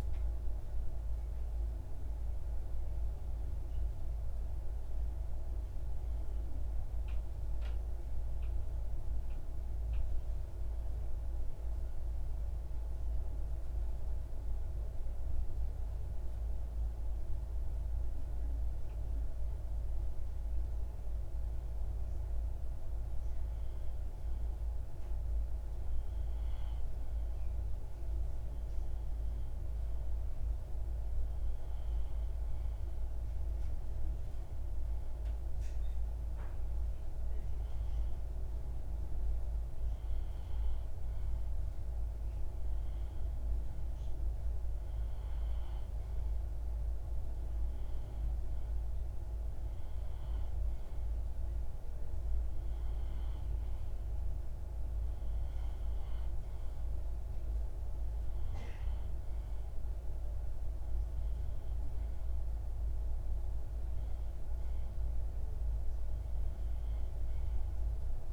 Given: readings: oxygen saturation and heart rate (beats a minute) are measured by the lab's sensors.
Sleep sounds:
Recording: breathing in sleep, hard to hear, by a room microphone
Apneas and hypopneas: none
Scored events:
none scored
From the record:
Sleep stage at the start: REM sleep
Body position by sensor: on the left side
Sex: male

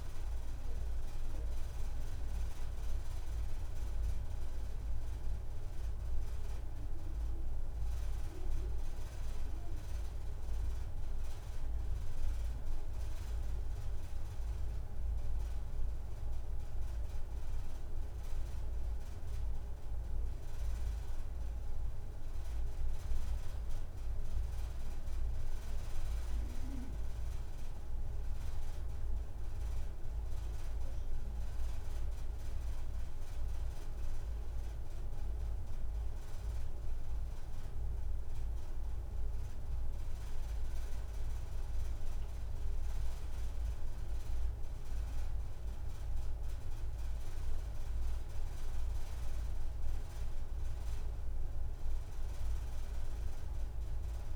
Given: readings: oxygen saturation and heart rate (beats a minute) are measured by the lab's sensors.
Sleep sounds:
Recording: breathing in sleep, hard to hear, by a room microphone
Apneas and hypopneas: none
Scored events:
none scored
From the record:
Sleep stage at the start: N2 (light sleep)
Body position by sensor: on the right side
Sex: female

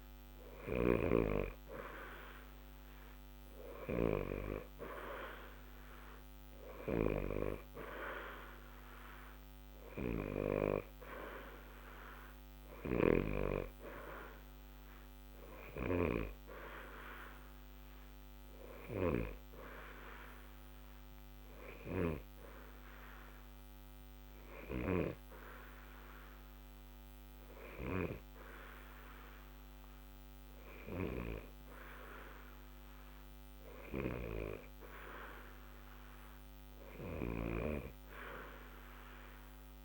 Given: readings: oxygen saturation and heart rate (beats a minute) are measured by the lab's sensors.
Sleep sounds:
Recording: breathing in sleep by a microphone on the trachea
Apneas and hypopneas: none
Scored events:
none scored
From the record:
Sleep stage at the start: N2 (light sleep)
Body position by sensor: on the back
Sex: male

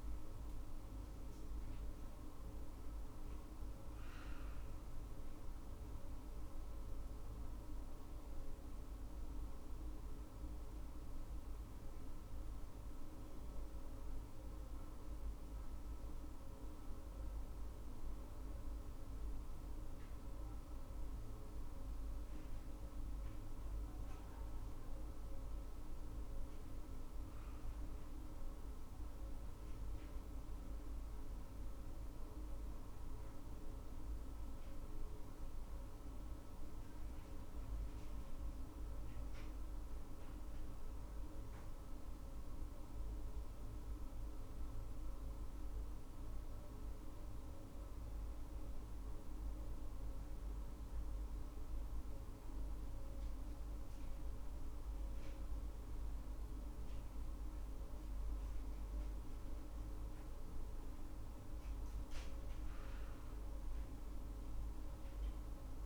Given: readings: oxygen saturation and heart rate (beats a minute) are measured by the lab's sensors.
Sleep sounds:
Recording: breathing in sleep, hard to hear, by a room microphone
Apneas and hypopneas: none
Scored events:
none scored
From the record:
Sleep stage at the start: N1 (lightest sleep)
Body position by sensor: on the right side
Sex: female

